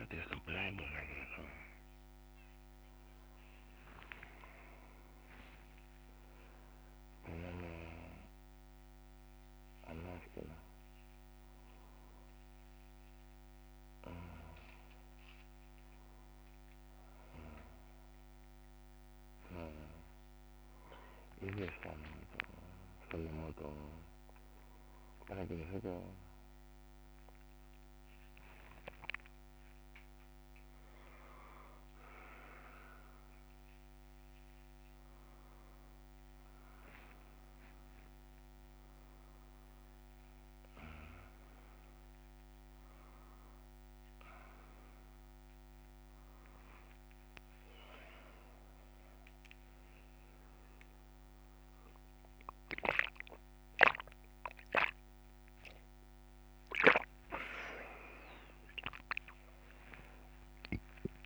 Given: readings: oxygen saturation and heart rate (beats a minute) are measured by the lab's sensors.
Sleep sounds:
breathing in sleep by a microphone on the trachea; none
10.00-20.00 s: snoring (device-marked)
22.00-26.00 s: snoring (device-marked)
From the record:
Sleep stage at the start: N3 (deep sleep); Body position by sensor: upright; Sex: male

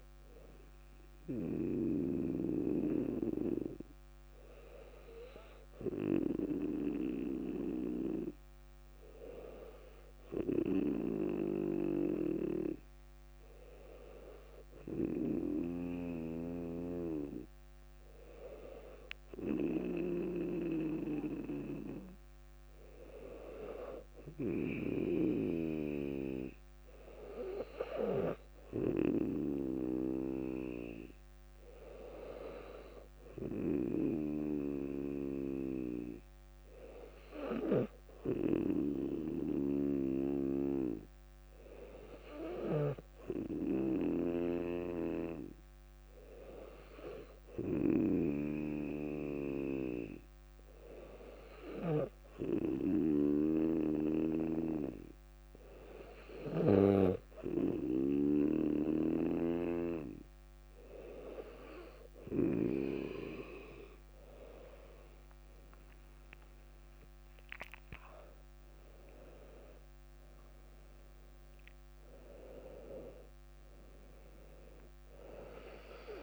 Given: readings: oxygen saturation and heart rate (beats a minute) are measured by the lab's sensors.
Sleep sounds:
breathing in sleep by a microphone on the trachea; none
66.50-72.50 s: arousal
From the record:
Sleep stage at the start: N2 (light sleep); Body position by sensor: on the back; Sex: female

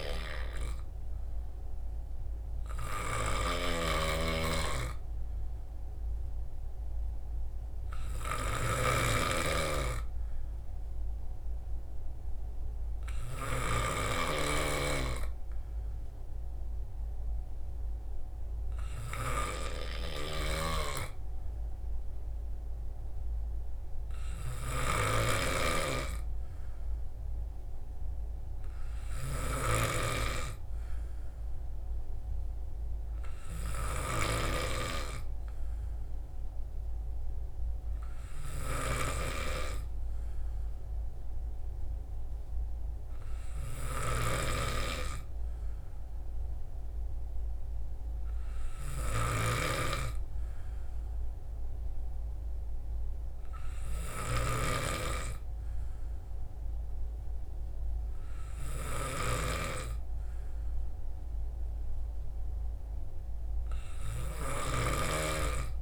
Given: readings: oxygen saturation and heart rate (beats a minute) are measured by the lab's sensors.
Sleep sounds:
breathing in sleep by a room microphone; none
0.00-21.00 s: oxygen desaturation (device-marked, oxygen 90% lowest, heart rate 61 extreme)
From the record:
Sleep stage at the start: N2 (light sleep); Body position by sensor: on the right side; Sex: male

